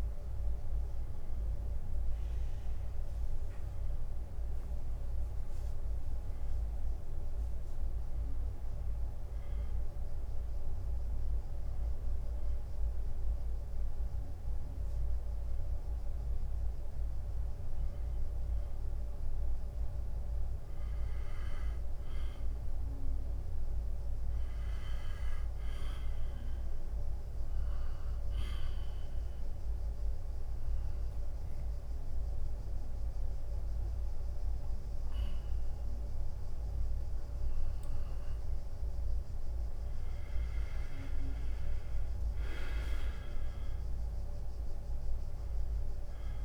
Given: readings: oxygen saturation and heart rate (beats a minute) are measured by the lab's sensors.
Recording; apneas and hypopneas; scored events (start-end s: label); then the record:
breathing in sleep, hard to hear, by a room microphone; 2
12.50-23.50 s: obstructive apnea (oxygen 96% before, 90% lowest, heart rate 87 before, 83 extreme, up 0 after)
25.00-27.50 s: arousal
26.00-40.00 s: oxygen desaturation (device-marked, oxygen 95% before, 92% lowest, heart rate 87 before, 83 extreme)
28.50-40.00 s: obstructive apnea (oxygen 95% before, 90% lowest, heart rate 87 before, 83 extreme, up 1 after)
43.50-46.45 s: arousal
45.00-46.45 s: drop in pulse transit time (device-marked, heart rate 84 before, 83 extreme)
From the record:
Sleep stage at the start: N2 (light sleep); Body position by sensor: on the back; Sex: male